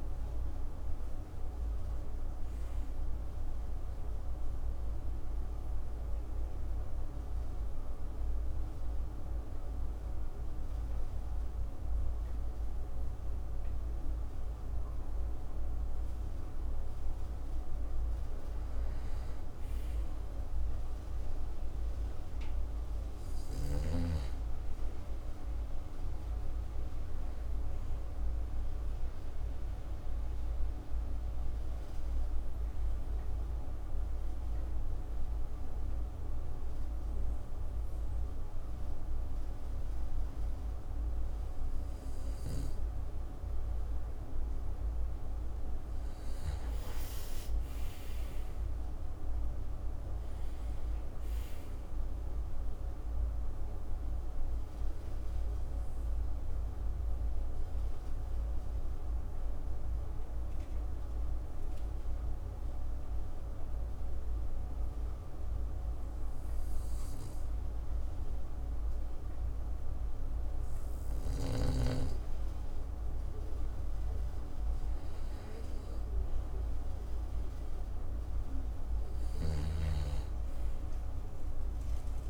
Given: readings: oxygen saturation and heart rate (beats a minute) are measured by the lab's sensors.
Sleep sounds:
breathing in sleep, hard to hear, by a room microphone; 3
4.50-17.50 s: obstructive apnea (oxygen 96% before, 92% lowest, heart rate 66 before, 57 extreme, up 6 after)
19.00-23.50 s: arousal
28.50-38.50 s: oxygen desaturation (device-marked, oxygen 97% before, 93% lowest, heart rate 60 before, 57 extreme)
29.50-44.00 s: obstructive apnea (oxygen 97% before, 92% lowest, heart rate 60 before, 57 extreme, up 9 after)
46.50-50.50 s: arousal
51.50-58.50 s: oxygen desaturation (device-marked, oxygen 97% before, 93% lowest, heart rate 61 before, 57 extreme)
55.00-72.50 s: obstructive apnea (oxygen 97% before, 90% lowest, heart rate 62 before, 57 extreme, up 7 after)
75.00-78.50 s: arousal
From the record:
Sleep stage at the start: N2 (light sleep); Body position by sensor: on the back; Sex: male

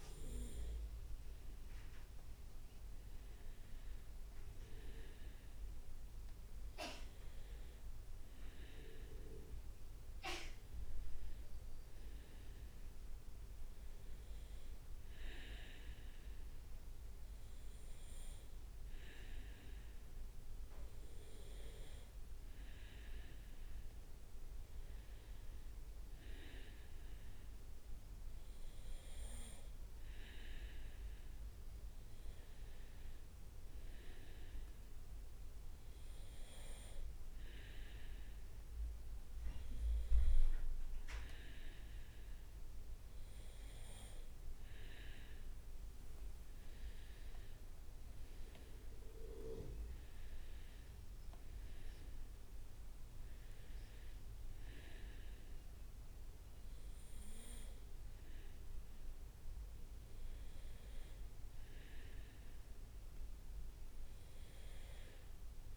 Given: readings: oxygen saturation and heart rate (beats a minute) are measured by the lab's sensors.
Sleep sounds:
breathing in sleep by a room microphone; none
none scored
From the record:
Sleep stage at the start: N2 (light sleep); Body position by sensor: on the right side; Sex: male

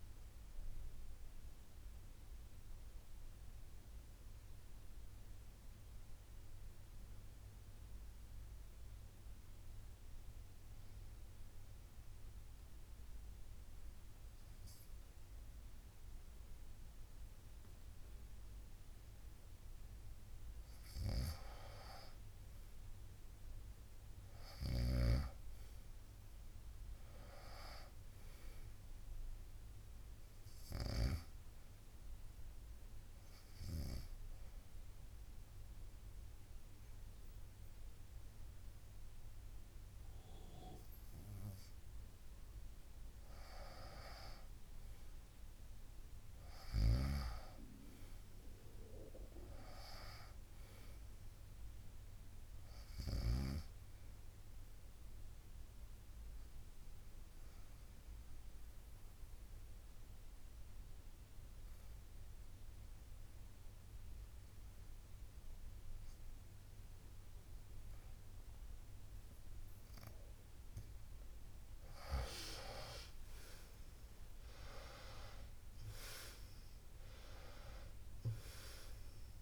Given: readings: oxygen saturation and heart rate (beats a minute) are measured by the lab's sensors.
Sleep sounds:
breathing in sleep by a room microphone; 3
0.00-12.00 s: oxygen desaturation (device-marked, oxygen 91% lowest, heart rate 53 extreme)
12.00-22.00 s: obstructive apnea (oxygen 97% before, 93% lowest, heart rate 64 before, 53 extreme, up 12 after)
24.00-27.50 s: arousal
27.00-43.00 s: oxygen desaturation (device-marked, oxygen 98% before, 94% lowest, heart rate 57 before, 52 extreme)
34.50-44.50 s: obstructive apnea (oxygen 98% before, 90% lowest, heart rate 60 before, 52 extreme, up 12 after)
47.00-51.50 s: arousal
57.50-71.00 s: obstructive apnea (oxygen 96% before, 90% lowest, heart rate 60 before, 52 extreme, up 24 after)
73.50-78.00 s: arousal
76.00-79.42 s: oxygen desaturation (device-marked, oxygen 96% before, 90% lowest, heart rate 58 before, 51 extreme)
From the record:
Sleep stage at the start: N2 (light sleep); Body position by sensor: on the back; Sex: female

